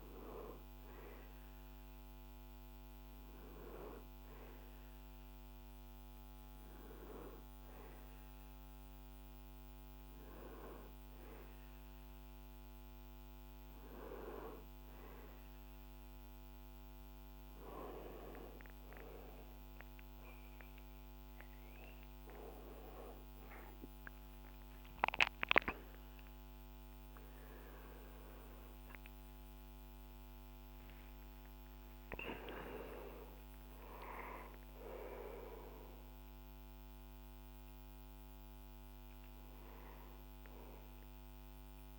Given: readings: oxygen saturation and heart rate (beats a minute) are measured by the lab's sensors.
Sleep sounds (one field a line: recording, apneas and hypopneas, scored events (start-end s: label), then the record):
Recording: a person partly awake in a sleep study, by a microphone on the trachea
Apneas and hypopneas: none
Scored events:
27.00-41.99 s: new sleep stage, awake
From the record:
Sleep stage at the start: N1 (lightest sleep)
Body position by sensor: on the back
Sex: male